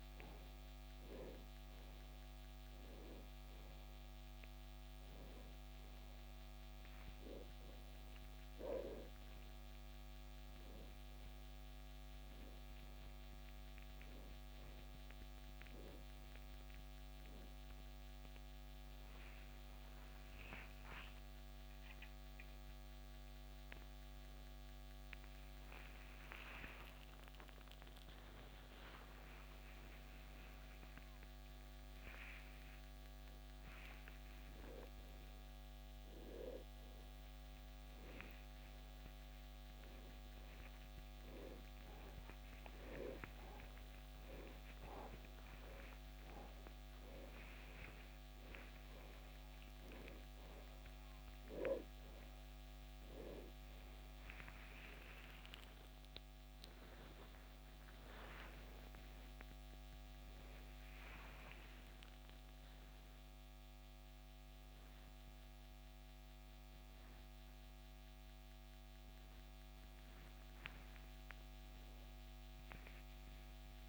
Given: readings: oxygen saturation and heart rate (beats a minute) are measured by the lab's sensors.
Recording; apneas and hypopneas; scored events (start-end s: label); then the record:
a person awake in a sleep study, by a microphone on the trachea; none
13.00-31.00 s: oxygen desaturation (device-marked, oxygen 95% before, 90% lowest, heart rate 77 before, 72 extreme)
43.00-73.89 s: oxygen desaturation (device-marked, oxygen 97% before, 89% lowest, heart rate 83 before, 67 extreme)
From the record:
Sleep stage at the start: awake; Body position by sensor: upright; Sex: male